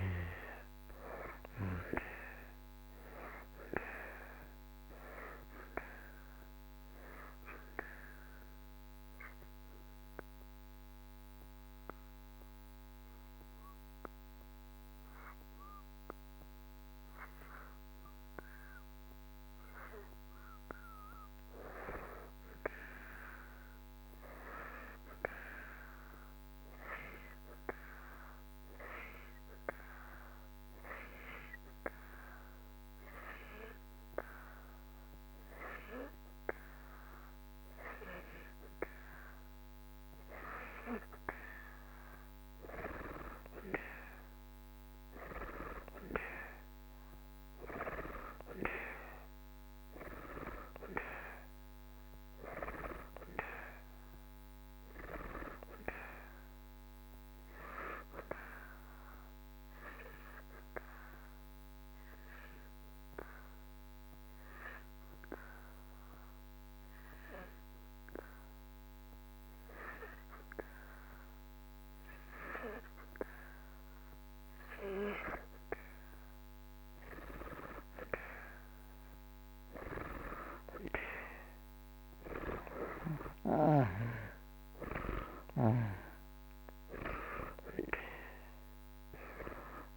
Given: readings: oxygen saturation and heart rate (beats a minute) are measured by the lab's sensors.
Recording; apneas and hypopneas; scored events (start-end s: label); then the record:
breathing in sleep by a microphone on the trachea; 3
0.00-21.50 s: oxygen desaturation (device-marked, oxygen 81% lowest)
7.50-21.00 s: obstructive apnea (oxygen 96% before, 81% lowest)
22.50-25.00 s: arousal
27.00-40.50 s: hypopnea (oxygen 95% before, 85% lowest)
33.50-73.50 s: oxygen desaturation (device-marked, oxygen 99% before, 85% lowest)
43.00-45.50 s: arousal
60.00-70.50 s: obstructive apnea (oxygen 99% before, 85% lowest)
74.00-77.00 s: arousal
86.50-89.97 s: oxygen desaturation (device-marked, oxygen 92% before, 85% lowest)
From the record:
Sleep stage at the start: N2 (light sleep); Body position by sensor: on the back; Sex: male